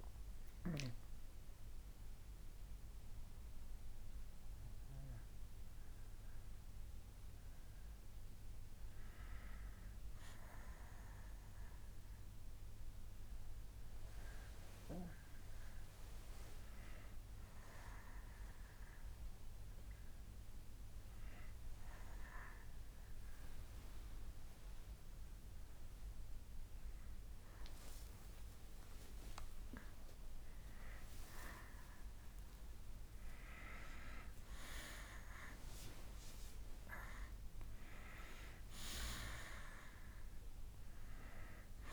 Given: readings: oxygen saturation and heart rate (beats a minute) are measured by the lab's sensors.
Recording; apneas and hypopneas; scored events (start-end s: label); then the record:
breathing in sleep by a room microphone; 1
2.50-27.00 s: hypopnea (oxygen 97% before, 91% lowest, heart rate 74 before, 50 extreme, up 24 after)
12.00-14.00 s: bradycardia (device-marked, heart rate 67 before, 62 extreme)
28.50-33.50 s: arousal
33.00-37.00 s: bradycardia (device-marked, heart rate 68 before, 55 extreme)
38.00-41.93 s: oxygen desaturation (device-marked, oxygen 95% before, 91% lowest, heart rate 90 before, 48 extreme)
From the record:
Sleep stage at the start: N2 (light sleep); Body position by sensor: on the back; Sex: male